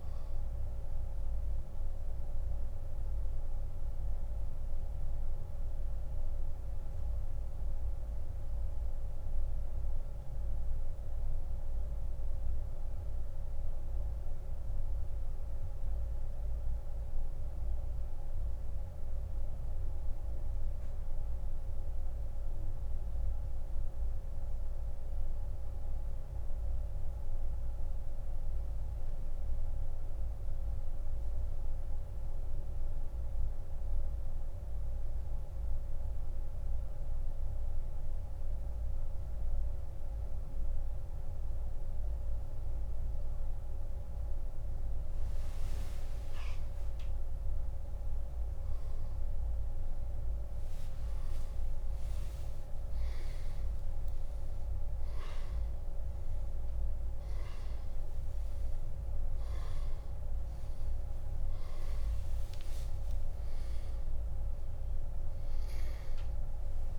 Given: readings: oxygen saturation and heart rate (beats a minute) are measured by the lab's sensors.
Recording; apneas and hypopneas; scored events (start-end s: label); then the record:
breathing in sleep, hard to hear, by a room microphone; 1
6.00-42.50 s: central apnea (oxygen 97% before, 82% lowest)
14.50-38.50 s: oxygen desaturation (device-marked, oxygen 93% before, 82% lowest, heart rate 31 before, 26 extreme)
47.50-53.00 s: arousal
56.50-66.99 s: oxygen desaturation (device-marked, oxygen 98% before, 93% lowest)
From the record:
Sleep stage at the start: N2 (light sleep); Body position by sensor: on the back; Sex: male